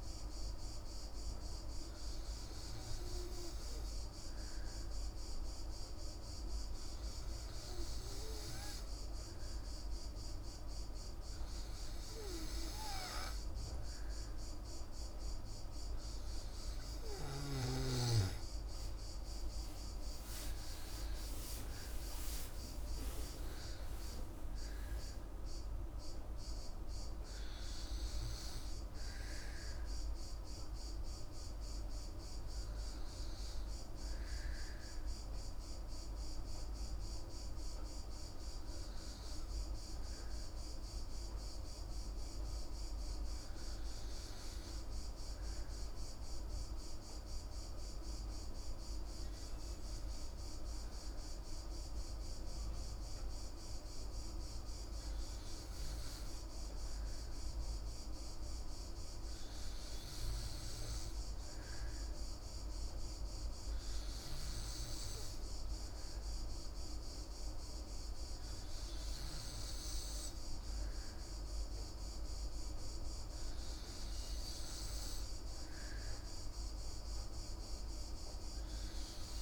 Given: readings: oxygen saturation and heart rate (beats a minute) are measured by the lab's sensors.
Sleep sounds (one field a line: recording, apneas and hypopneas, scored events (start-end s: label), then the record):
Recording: breathing in sleep, hard to hear, by a room microphone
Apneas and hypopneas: none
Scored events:
20.50-24.50 s: arousal
From the record:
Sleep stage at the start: N3 (deep sleep)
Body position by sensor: on the back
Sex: female